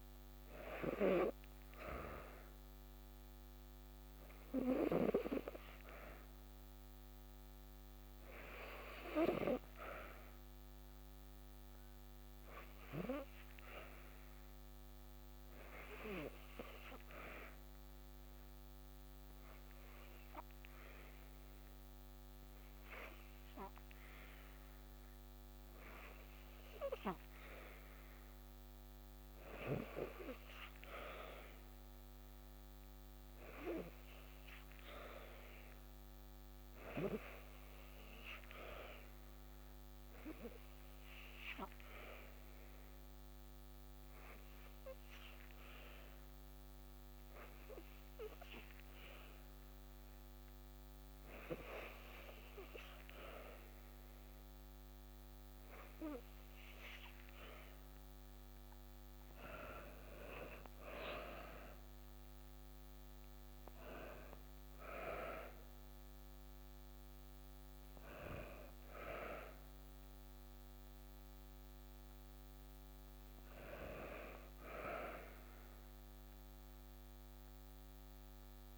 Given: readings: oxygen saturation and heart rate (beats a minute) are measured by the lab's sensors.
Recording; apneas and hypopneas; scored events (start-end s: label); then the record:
breathing in sleep by a microphone on the trachea; 2
16.00-28.50 s: hypopnea (oxygen 94% before, 90% lowest, heart rate 56 before, 55 extreme, up 2 after)
31.50-35.50 s: arousal
39.00-56.00 s: hypopnea (oxygen 94% before, 90% lowest, heart rate 56 before, 56 extreme, up 2 after)
59.00-62.50 s: arousal
From the record:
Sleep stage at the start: N2 (light sleep); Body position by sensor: on the back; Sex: female